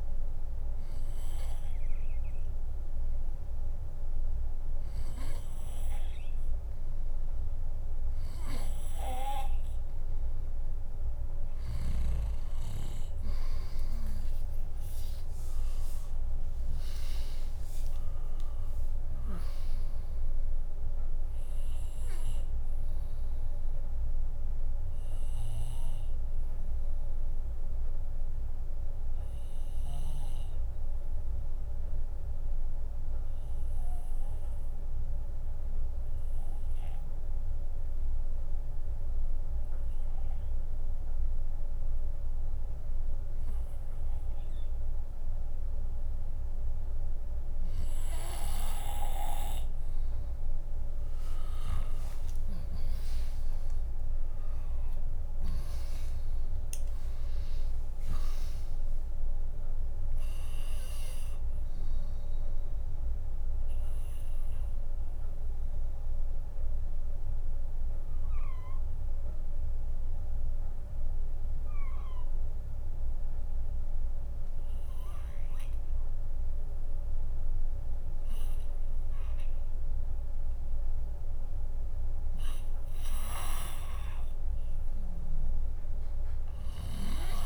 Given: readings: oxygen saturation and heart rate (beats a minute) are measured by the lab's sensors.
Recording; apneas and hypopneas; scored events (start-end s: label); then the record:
breathing in sleep by a room microphone; 2
0.00-1.00 s: bradycardia (device-marked, heart rate 56 extreme)
7.00-9.00 s: bradycardia (device-marked, heart rate 68 before, 59 extreme)
14.00-18.50 s: arousal
16.00-30.00 s: drop in pulse transit time (device-marked, heart rate 60 before, 71 extreme)
31.50-44.50 s: hypopnea (oxygen 99% before, 96% lowest, heart rate 78 before, 58 extreme, up 4 after)
34.00-37.00 s: bradycardia (device-marked, heart rate 68 before, 60 extreme)
47.00-49.00 s: bradycardia (device-marked, heart rate 69 before, 61 extreme)
52.50-58.50 s: arousal
56.00-70.00 s: drop in pulse transit time (device-marked, heart rate 60 before, 67 extreme)
65.00-75.00 s: oxygen desaturation (device-marked, oxygen 99% before, 96% lowest, heart rate 70 before, 57 extreme)
66.00-79.50 s: hypopnea (oxygen 99% before, 96% lowest, heart rate 70 before, 57 extreme, up 2 after)
75.00-87.45 s: bradycardia (device-marked, heart rate 69 before, 57 extreme)
82.00-86.00 s: arousal
From the record:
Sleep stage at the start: N2 (light sleep); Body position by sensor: on the left side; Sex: female